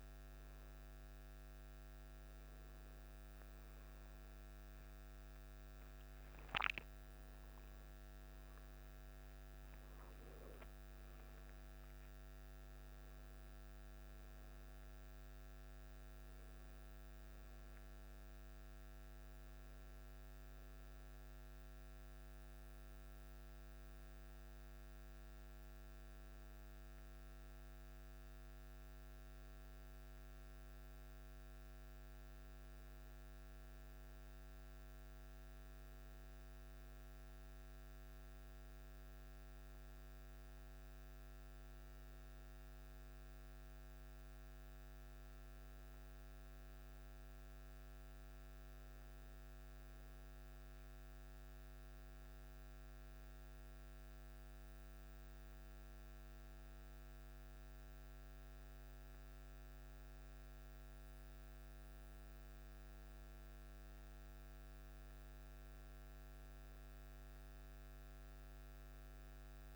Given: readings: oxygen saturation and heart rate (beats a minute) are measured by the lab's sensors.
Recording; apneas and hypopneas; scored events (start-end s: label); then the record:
a person awake in a sleep study, hard to hear, by a microphone on the trachea; none
none scored
From the record:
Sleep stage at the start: awake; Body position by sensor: on the back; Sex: male